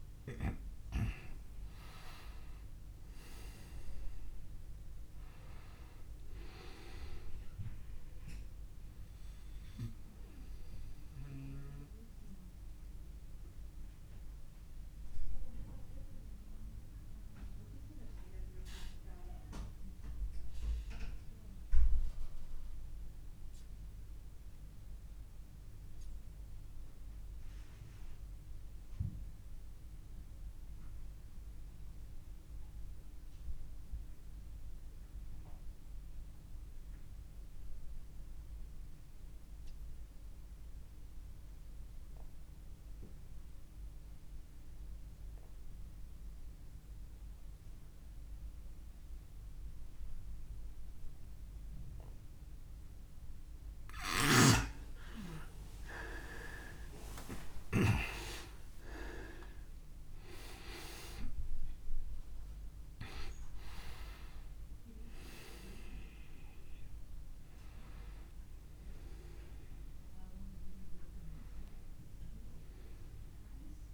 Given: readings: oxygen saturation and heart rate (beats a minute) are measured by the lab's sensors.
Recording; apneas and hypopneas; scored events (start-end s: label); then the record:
breathing in sleep by a room microphone; 1
0.00-29.50 s: oxygen desaturation (device-marked, oxygen 87% lowest)
9.00-53.00 s: obstructive apnea (oxygen 99% before, 84% lowest)
50.50-73.94 s: oxygen desaturation (device-marked, oxygen 99% before, 84% lowest)
56.00-62.00 s: arousal
From the record:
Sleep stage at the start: N2 (light sleep); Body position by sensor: on the back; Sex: male